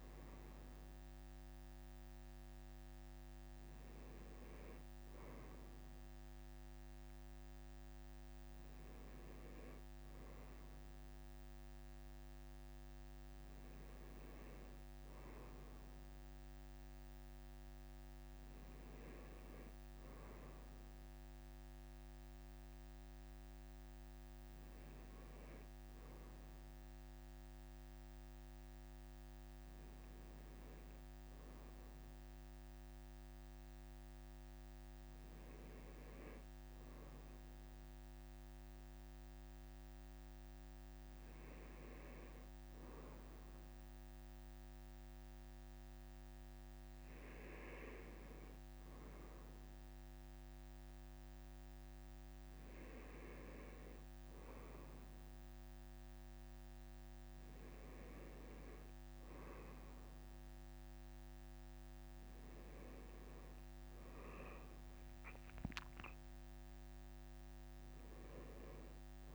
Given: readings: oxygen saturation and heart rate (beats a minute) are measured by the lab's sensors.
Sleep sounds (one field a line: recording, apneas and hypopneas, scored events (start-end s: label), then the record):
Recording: breathing in sleep, hard to hear, by a microphone on the trachea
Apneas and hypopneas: none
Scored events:
none scored
From the record:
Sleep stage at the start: N1 (lightest sleep)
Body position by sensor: on the right side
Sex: male